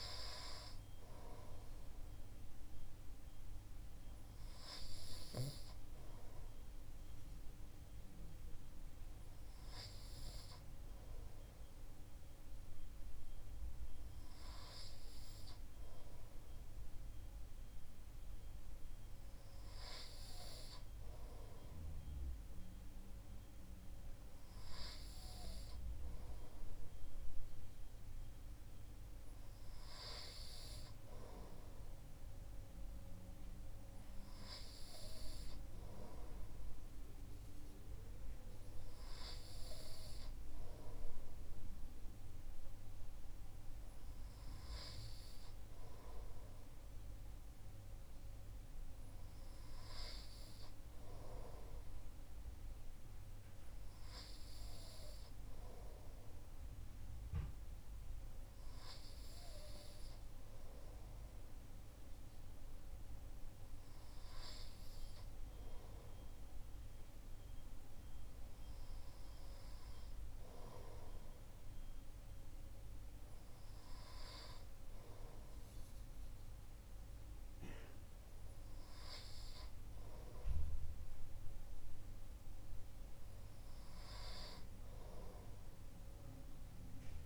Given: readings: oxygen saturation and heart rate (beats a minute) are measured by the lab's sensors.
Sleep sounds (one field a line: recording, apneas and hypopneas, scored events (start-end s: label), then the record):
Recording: breathing in sleep by a room microphone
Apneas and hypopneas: none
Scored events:
none scored
From the record:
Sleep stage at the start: N2 (light sleep)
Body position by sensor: on the right side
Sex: male